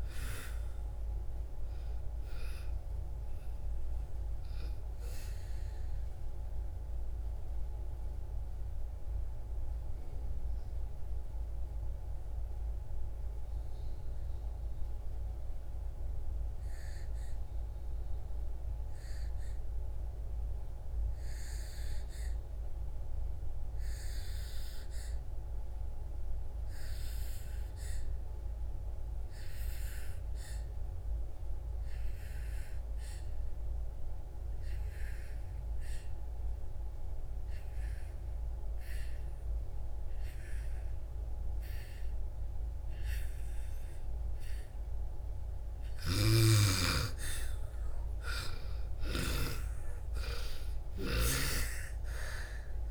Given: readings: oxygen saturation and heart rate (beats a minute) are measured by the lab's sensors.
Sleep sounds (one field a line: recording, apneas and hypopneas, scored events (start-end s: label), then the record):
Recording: breathing in sleep by a room microphone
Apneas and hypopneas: 1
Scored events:
0.00-22.00 s: oxygen desaturation (device-marked, oxygen 81% lowest)
4.50-44.50 s: mixed apnea (oxygen 98% before, 76% lowest)
27.00-52.91 s: oxygen desaturation (device-marked, oxygen 98% before, 76% lowest)
45.50-52.91 s: snoring (device-marked)
47.50-51.00 s: arousal
From the record:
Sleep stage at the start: N2 (light sleep)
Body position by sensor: on the back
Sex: female